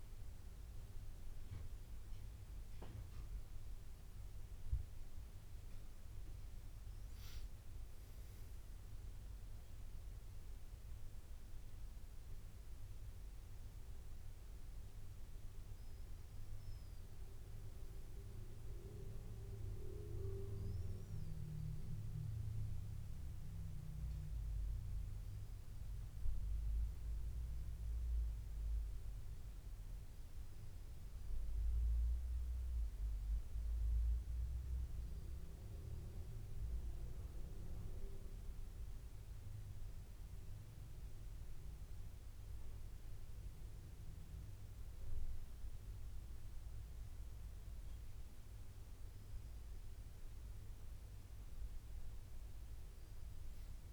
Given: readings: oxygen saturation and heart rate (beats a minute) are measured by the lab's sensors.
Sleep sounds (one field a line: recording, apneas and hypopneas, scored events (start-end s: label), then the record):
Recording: breathing in sleep by a room microphone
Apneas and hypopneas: none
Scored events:
none scored
From the record:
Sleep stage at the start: N1 (lightest sleep)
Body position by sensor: on the back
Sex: male